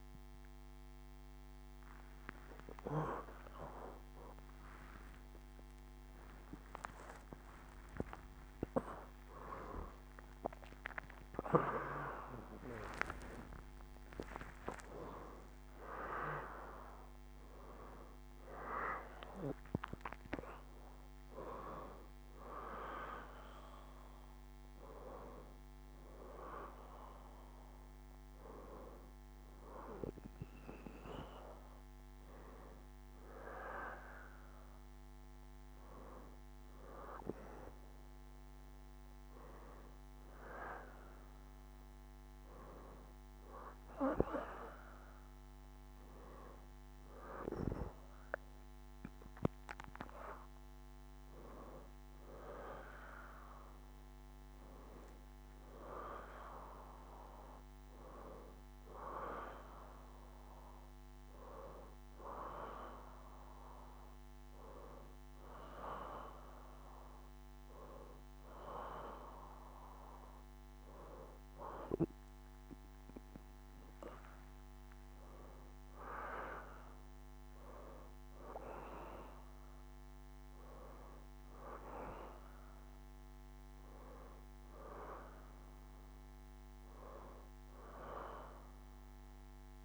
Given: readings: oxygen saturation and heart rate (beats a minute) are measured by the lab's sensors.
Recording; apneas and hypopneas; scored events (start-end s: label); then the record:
a person awake in a sleep study, by a microphone on the trachea; none
2.50-12.50 s: tachycardia (device-marked, heart rate 72 before, 148 extreme)
4.00-6.00 s: long interval between heartbeats (device-marked, heart rate 117 before, 96 extreme)
7.00-9.00 s: long interval between heartbeats (device-marked, heart rate 120 before, 136 extreme)
10.00-12.00 s: long interval between heartbeats (device-marked, heart rate 128 before, 138 extreme)
12.50-14.50 s: long interval between heartbeats (device-marked, heart rate 132 before, 106 extreme)
73.00-77.00 s: leg movement (device-marked)
73.50-89.84 s: new sleep stage, N1 (lightest sleep)
From the record:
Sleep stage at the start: awake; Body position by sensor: on the back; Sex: female